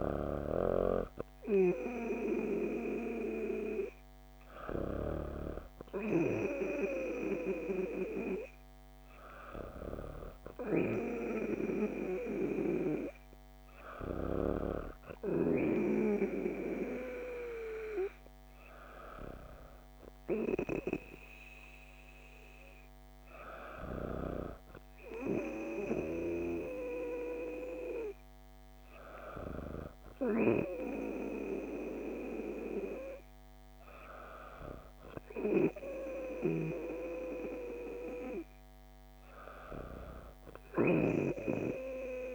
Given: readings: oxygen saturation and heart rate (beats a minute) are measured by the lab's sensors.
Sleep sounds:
breathing in sleep by a microphone on the trachea; none
none scored
From the record:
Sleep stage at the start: N2 (light sleep); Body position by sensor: on the back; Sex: female

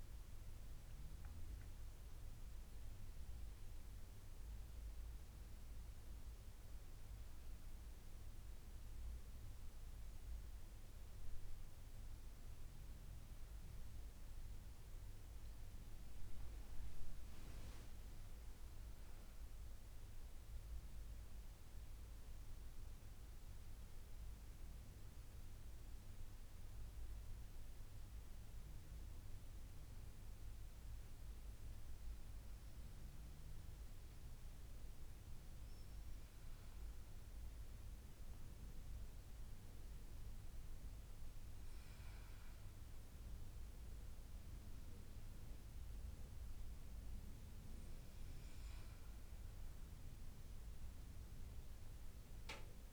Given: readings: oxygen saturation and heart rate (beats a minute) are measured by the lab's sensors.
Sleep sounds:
breathing in sleep, hard to hear, by a room microphone; none
0.00-2.50 s: arousal
46.50-52.93 s: drop in pulse transit time (device-marked, heart rate 77 before, 79 extreme)
From the record:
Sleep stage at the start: N2 (light sleep); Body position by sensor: on the back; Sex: female

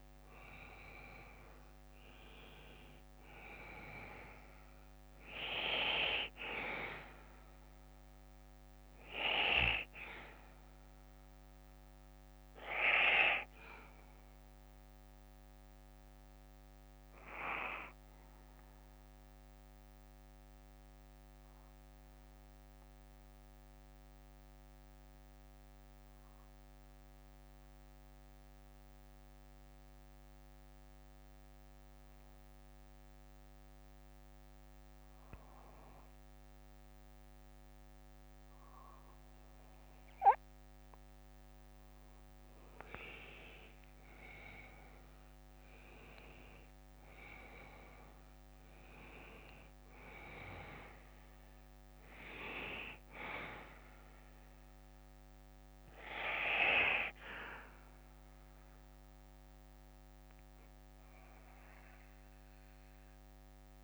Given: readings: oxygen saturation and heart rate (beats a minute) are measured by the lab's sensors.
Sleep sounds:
breathing in sleep by a microphone on the trachea; 1
0.00-2.00 s: arousal
3.50-12.50 s: oxygen desaturation (device-marked, oxygen 97% before, 93% lowest, heart rate 61 before, 49 extreme)
8.50-42.50 s: bradycardia (device-marked, heart rate 59 before, 49 extreme)
19.50-32.50 s: oxygen desaturation (device-marked, oxygen 94% before, 90% lowest, heart rate 61 before, 49 extreme)
21.00-42.00 s: mixed apnea (oxygen 98% before, 89% lowest, heart rate 61 before, 49 extreme, up 13 after)
45.50-49.50 s: arousal
51.50-53.50 s: bradycardia (device-marked, heart rate 59 before, 64 extreme)
56.50-58.50 s: bradycardia (device-marked, heart rate 59 before, 60 extreme)
60.50-63.84 s: bradycardia (device-marked, heart rate 59 before, 50 extreme)
From the record:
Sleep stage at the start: N2 (light sleep); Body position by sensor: on the back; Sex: male

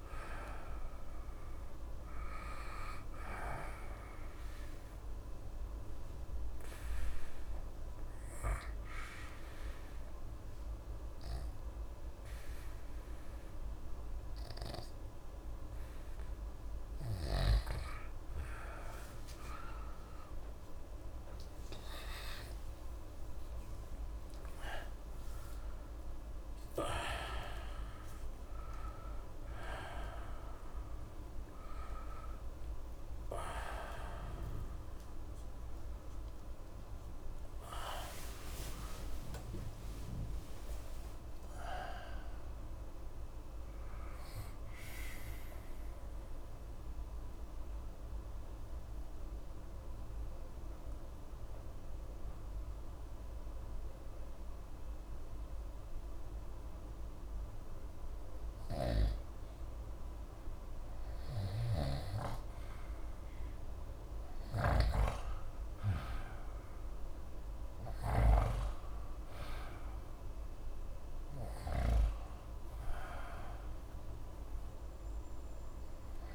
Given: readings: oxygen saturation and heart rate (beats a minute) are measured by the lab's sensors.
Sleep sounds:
breathing in sleep by a room microphone; 2
4.50-17.00 s: obstructive apnea (oxygen 96% before, 92% lowest, heart rate 63 before, 66 extreme)
17.00-21.50 s: snoring (device-marked)
18.50-22.50 s: arousal
31.00-39.50 s: snoring (device-marked)
38.50-42.50 s: arousal
42.00-47.00 s: oxygen desaturation (device-marked, oxygen 97% before, 94% lowest, heart rate 114 before, 59 extreme)
45.50-59.50 s: mixed apnea (oxygen 97% before, 91% lowest, heart rate 112 before, 59 extreme, up 4 after)
58.50-68.50 s: snoring (device-marked)
62.00-65.50 s: arousal
70.00-76.35 s: oxygen desaturation (device-marked, oxygen 97% before, 91% lowest, heart rate 61 before, 61 extreme)
From the record:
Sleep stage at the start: N2 (light sleep); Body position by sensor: on the right side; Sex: male

